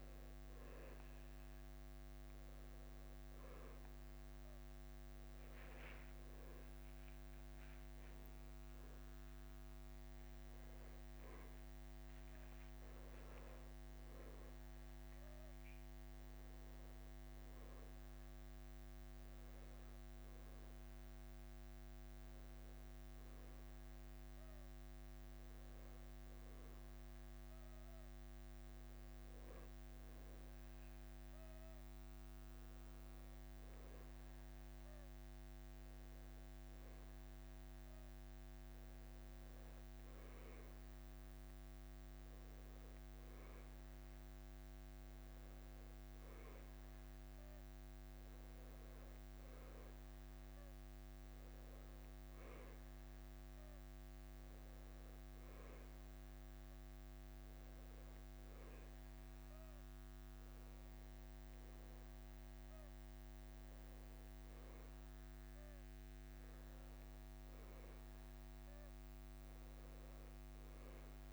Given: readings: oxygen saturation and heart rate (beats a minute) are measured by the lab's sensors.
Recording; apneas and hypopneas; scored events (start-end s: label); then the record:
breathing in sleep, hard to hear, by a microphone on the trachea; none
0.00-4.50 s: drop in pulse transit time (device-marked, heart rate 85 extreme)
6.50-11.00 s: arousal
From the record:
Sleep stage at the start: N1 (lightest sleep); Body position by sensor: on the back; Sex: male